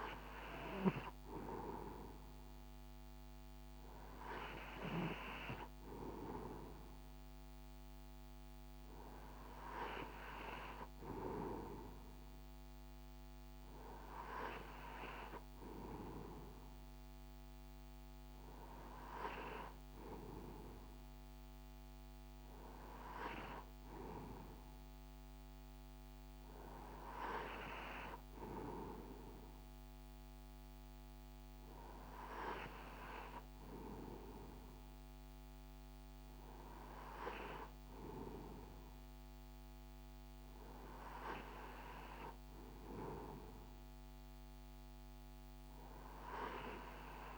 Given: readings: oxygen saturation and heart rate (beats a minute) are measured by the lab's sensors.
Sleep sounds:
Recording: breathing in sleep by a microphone on the trachea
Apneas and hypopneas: none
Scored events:
none scored
From the record:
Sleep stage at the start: N2 (light sleep)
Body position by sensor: on the right side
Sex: male

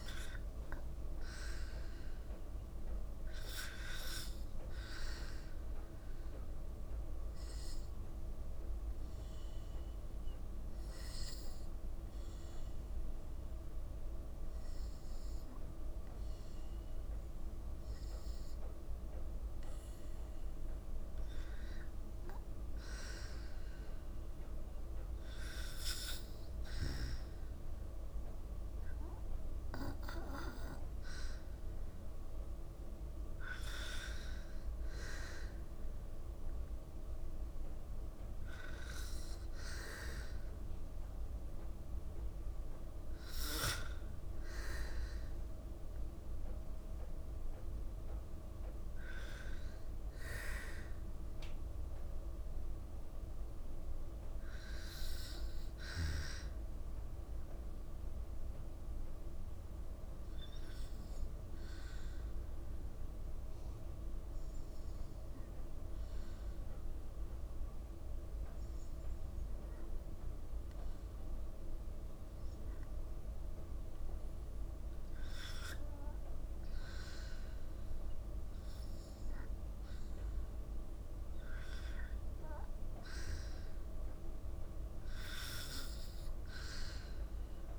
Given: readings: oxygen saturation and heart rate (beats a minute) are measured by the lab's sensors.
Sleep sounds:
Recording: breathing in sleep by a room microphone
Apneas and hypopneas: 2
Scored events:
0.00-9.00 s: oxygen desaturation (device-marked, oxygen 91% lowest, heart rate 57 extreme)
8.50-21.00 s: hypopnea (oxygen 96% before, 91% lowest, heart rate 57 before, 57 extreme, up 3 after)
23.00-27.50 s: arousal
52.50-56.50 s: arousal
63.00-74.50 s: obstructive apnea (oxygen 95% before, 93% lowest, heart rate 55 before, 55 extreme, up 1 after)
75.00-79.50 s: arousal
From the record:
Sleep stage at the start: N2 (light sleep)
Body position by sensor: on the back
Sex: female

